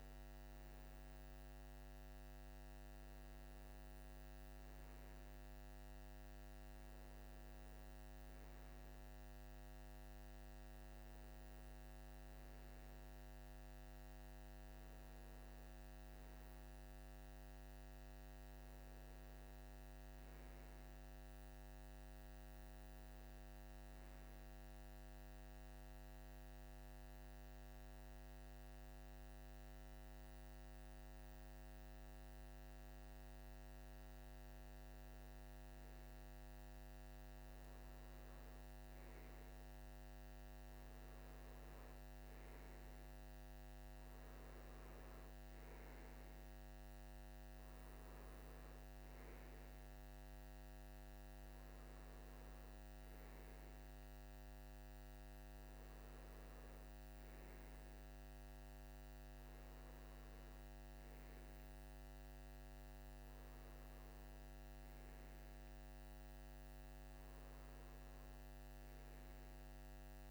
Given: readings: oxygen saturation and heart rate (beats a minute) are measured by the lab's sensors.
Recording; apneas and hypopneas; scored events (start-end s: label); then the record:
breathing in sleep, hard to hear, by a microphone on the trachea; none
none scored
From the record:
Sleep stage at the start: N2 (light sleep); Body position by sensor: on the right side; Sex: male